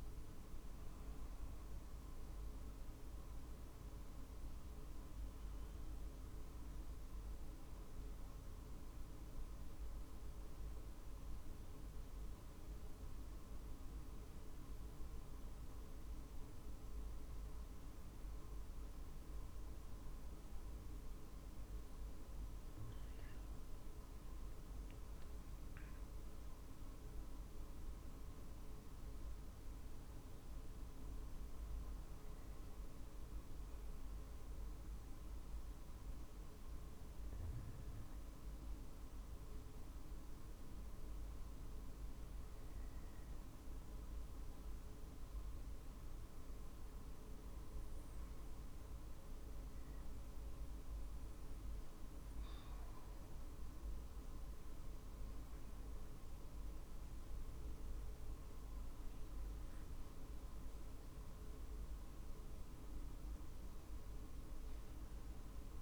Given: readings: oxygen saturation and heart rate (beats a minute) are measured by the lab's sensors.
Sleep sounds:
breathing in sleep, hard to hear, by a room microphone; 2
11.50-23.50 s: obstructive apnea (oxygen 98% before, 94% lowest, heart rate 52 before, 46 extreme, up 0 after)
14.50-37.50 s: drop in pulse transit time (device-marked, heart rate 51 before, 46 extreme)
25.00-29.50 s: arousal
27.50-65.82 s: new sleep stage, N2 (light sleep)
35.00-53.50 s: obstructive apnea (oxygen 97% before, 94% lowest, heart rate 51 before, 46 extreme, up 4 after)
58.00-61.50 s: arousal
58.50-65.82 s: drop in pulse transit time (device-marked, heart rate 47 before, 50 extreme)
From the record:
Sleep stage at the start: N1 (lightest sleep); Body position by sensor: on the back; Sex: male

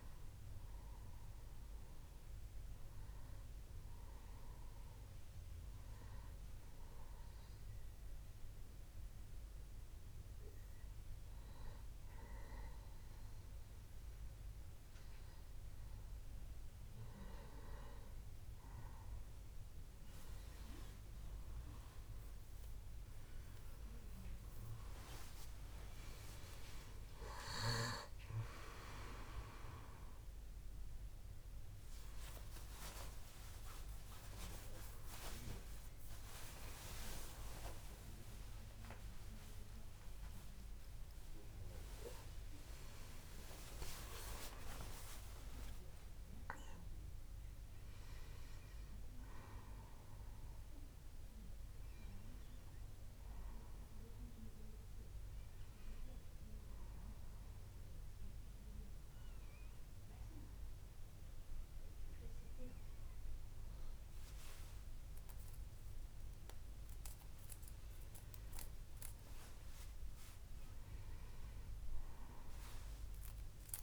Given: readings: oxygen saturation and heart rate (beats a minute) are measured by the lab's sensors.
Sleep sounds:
a person partly awake in a sleep study, by a room microphone; 1
4.50-17.50 s: hypopnea (oxygen 96% before, 93% lowest, heart rate 71 before, 66 extreme, up 5 after)
23.00-53.00 s: new sleep stage, awake
31.00-41.00 s: oxygen desaturation (device-marked, oxygen 97% before, 93% lowest, heart rate 72 before, 69 extreme)
53.00-73.83 s: new sleep stage, N1 (lightest sleep)
From the record:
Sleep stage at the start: N2 (light sleep); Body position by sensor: on the back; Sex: male

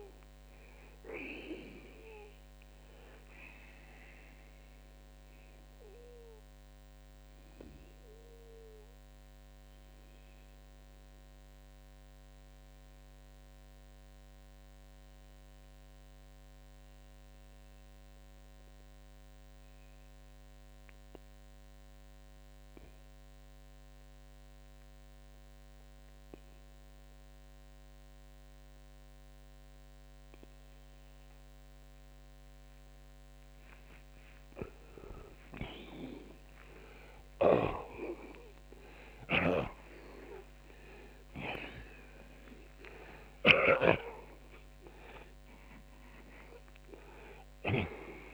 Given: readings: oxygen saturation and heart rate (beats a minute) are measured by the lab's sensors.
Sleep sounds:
breathing in sleep by a microphone on the trachea; 1
4.00-32.50 s: mixed apnea (oxygen 92% before, 79% lowest, heart rate 76 before, 63 extreme, up 30 after)
12.50-30.50 s: oxygen desaturation (device-marked, oxygen 91% before, 82% lowest, heart rate 82 before, 63 extreme)
34.50-40.00 s: arousal
37.00-47.50 s: snoring (device-marked)
From the record:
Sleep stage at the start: N2 (light sleep); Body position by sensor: on the back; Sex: male

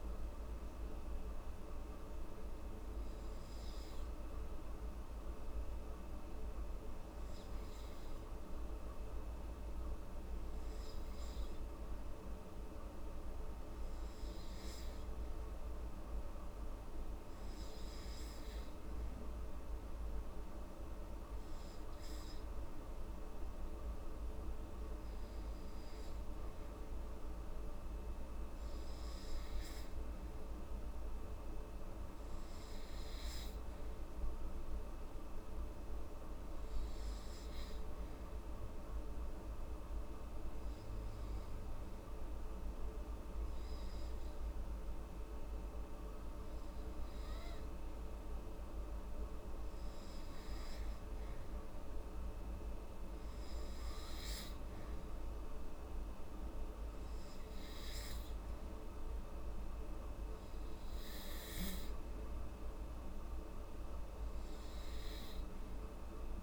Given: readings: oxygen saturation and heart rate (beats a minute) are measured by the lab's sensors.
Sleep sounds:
breathing in sleep, hard to hear, by a room microphone; 2
1.50-14.00 s: obstructive apnea (oxygen 98% before, 94% lowest, heart rate 68 before, 68 extreme, up 5 after)
18.00-21.50 s: arousal
38.00-49.00 s: obstructive apnea (oxygen 97% before, 94% lowest, heart rate 72 before, 69 extreme, up 8 after)
51.50-55.00 s: arousal
From the record:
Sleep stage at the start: N2 (light sleep); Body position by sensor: on the back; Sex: female

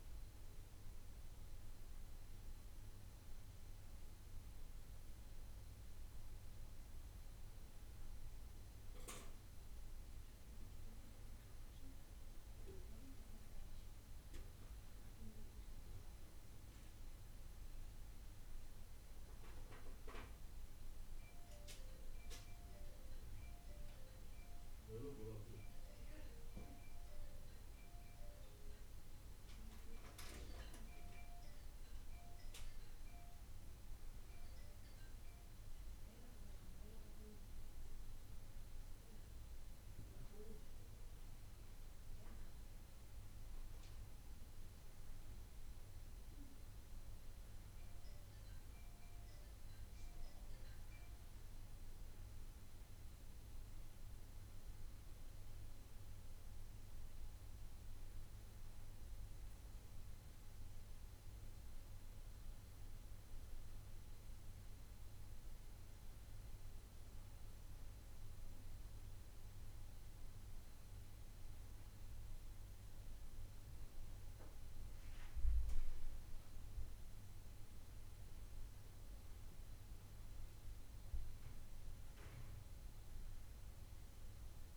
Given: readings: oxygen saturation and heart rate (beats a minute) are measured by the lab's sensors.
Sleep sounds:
breathing in sleep by a room microphone; 1
19.50-30.50 s: obstructive apnea (oxygen 96% before, 94% lowest, heart rate 69 before, 67 extreme, up 3 after)
33.50-37.50 s: arousal
From the record:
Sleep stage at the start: N2 (light sleep); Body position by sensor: on the back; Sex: male

